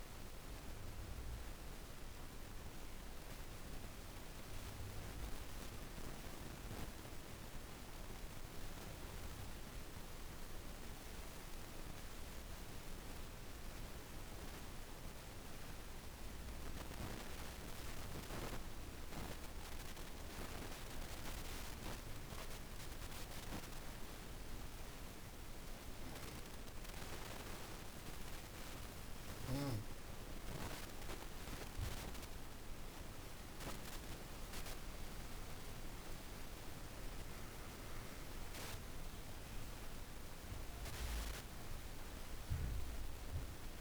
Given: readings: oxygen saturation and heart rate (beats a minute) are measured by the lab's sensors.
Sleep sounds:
breathing in sleep, hard to hear, by a room microphone; 1
7.00-28.00 s: obstructive apnea (oxygen 92% before, 84% lowest, heart rate 54 before, 47 extreme, up 20 after)
27.50-43.81 s: oxygen desaturation (device-marked, oxygen 98% before, 84% lowest, heart rate 53 before, 47 extreme)
32.50-37.50 s: arousal
From the record:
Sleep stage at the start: N2 (light sleep); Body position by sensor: on the back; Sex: female

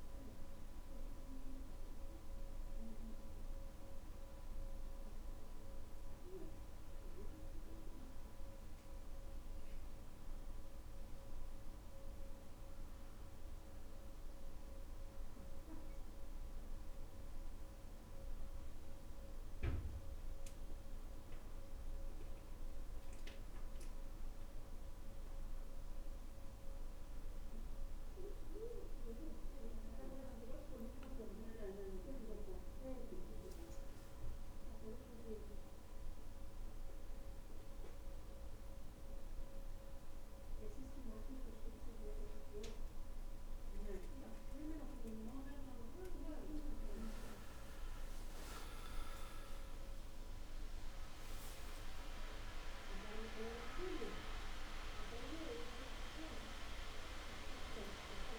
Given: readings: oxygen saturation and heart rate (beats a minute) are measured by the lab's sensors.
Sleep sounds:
breathing in sleep by a room microphone; none
none scored
From the record:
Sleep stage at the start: N2 (light sleep); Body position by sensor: on the back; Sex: male

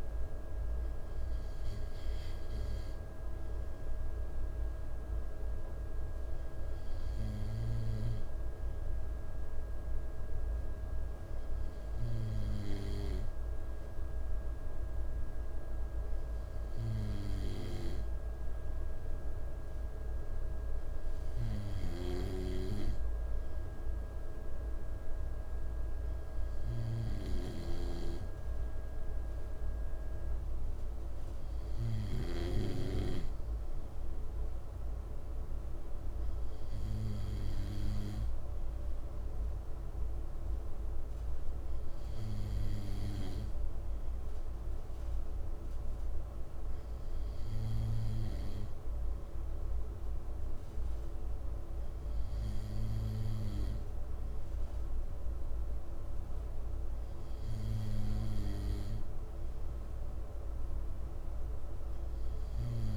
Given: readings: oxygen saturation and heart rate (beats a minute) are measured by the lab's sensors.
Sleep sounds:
breathing in sleep by a room microphone; none
27.00-32.00 s: snoring (device-marked)
From the record:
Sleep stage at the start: N2 (light sleep); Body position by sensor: on the right side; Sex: male

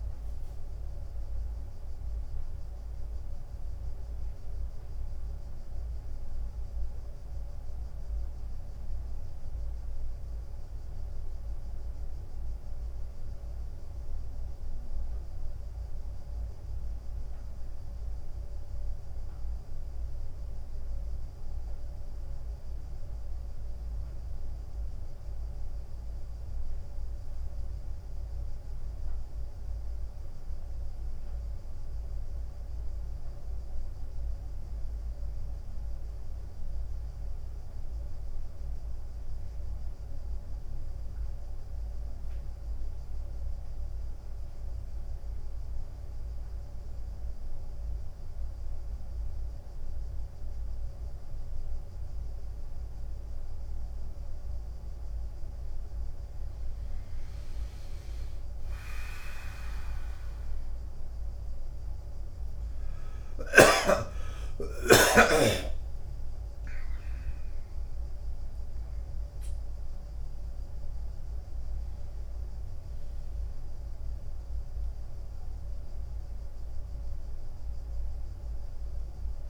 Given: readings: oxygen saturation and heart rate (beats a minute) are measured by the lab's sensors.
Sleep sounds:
a person awake in a sleep study, hard to hear, by a room microphone; none
70.00-73.00 s: tachycardia (device-marked, heart rate 93 before, 100 extreme)
From the record:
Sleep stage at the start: awake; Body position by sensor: on the right side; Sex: male

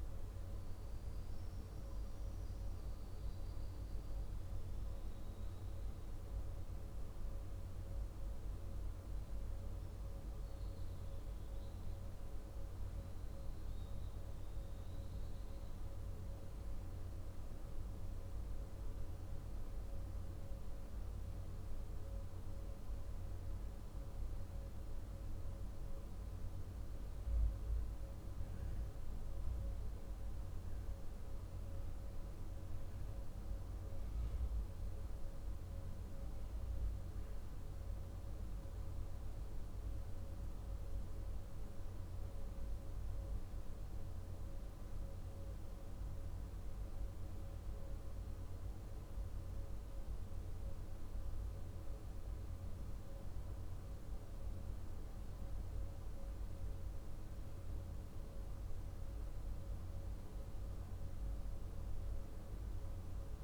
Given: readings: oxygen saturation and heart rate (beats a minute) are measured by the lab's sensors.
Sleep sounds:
breathing in sleep, hard to hear, by a room microphone; none
30.00-63.44 s: new sleep stage, REM sleep
From the record:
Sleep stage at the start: N1 (lightest sleep); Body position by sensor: on the back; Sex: male

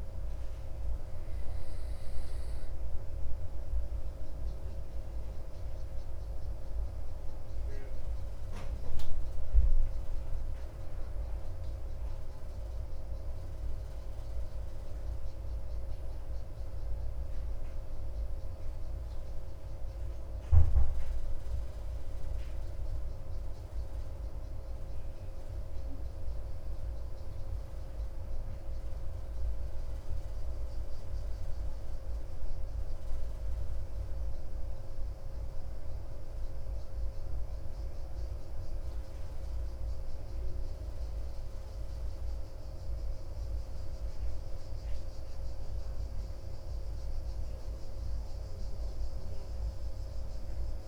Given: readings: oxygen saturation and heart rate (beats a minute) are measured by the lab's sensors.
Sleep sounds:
breathing in sleep, hard to hear, by a room microphone; none
none scored
From the record:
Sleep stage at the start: N2 (light sleep); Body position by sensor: on the back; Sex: male

